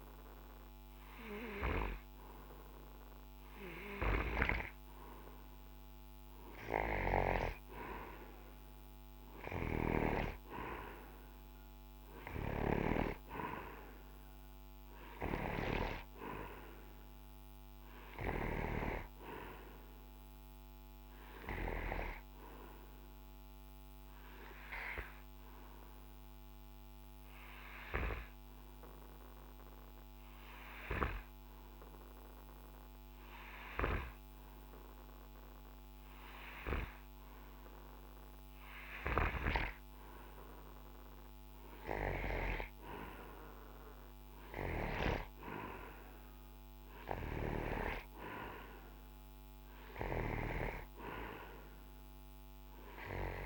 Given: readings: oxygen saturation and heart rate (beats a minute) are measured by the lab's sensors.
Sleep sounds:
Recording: breathing in sleep by a microphone on the trachea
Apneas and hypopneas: none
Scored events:
none scored
From the record:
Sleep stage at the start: N2 (light sleep)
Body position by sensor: on the right side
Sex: male

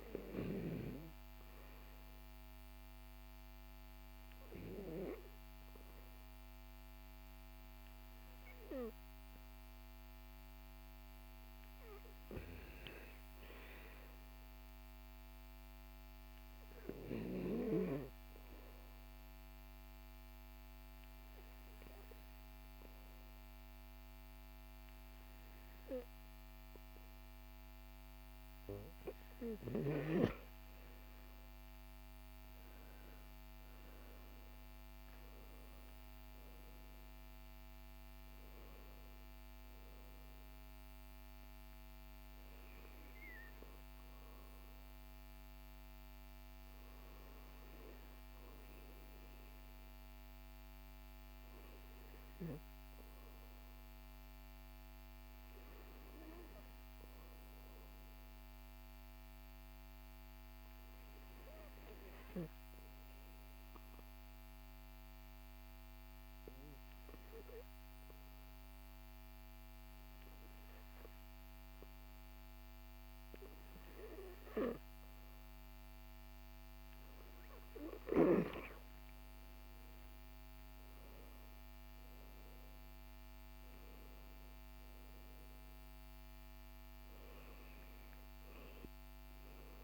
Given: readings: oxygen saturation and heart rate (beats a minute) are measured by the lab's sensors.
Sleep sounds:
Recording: breathing in sleep by a microphone on the trachea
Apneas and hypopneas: 2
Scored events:
0.00-6.00 s: oxygen desaturation (device-marked, oxygen 94% lowest, heart rate 53 extreme)
15.00-29.00 s: hypopnea (oxygen 97% before, 95% lowest, heart rate 63 before, 52 extreme, up 14 after)
30.00-34.00 s: arousal
62.50-73.50 s: hypopnea (oxygen 97% before, 94% lowest, heart rate 56 before, 48 extreme, up 6 after)
78.00-83.00 s: arousal
81.00-89.84 s: oxygen desaturation (device-marked, oxygen 97% before, 94% lowest, heart rate 61 before, 48 extreme)
From the record:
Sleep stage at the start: N2 (light sleep)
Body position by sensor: on the right side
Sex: male

